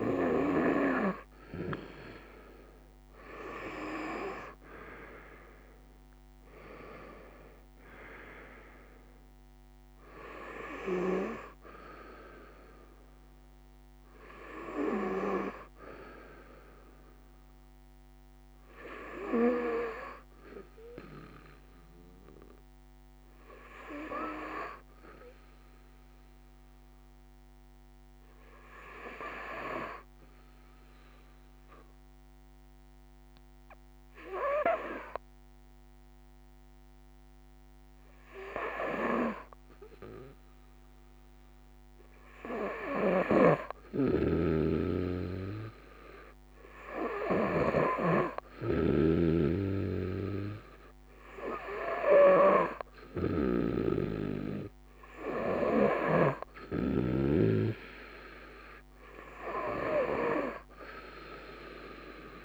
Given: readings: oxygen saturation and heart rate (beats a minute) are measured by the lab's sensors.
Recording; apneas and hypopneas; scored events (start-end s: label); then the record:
breathing in sleep by a microphone on the trachea; 1
26.00-42.00 s: hypopnea (oxygen 93% before, 90% lowest, heart rate 66 before, 65 extreme, up 0 after)
42.00-55.50 s: snoring (device-marked)
43.50-47.00 s: arousal
50.50-62.44 s: oxygen desaturation (device-marked, oxygen 94% before, 90% lowest, heart rate 67 before, 64 extreme)
From the record:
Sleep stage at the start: N2 (light sleep); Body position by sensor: on the right side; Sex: female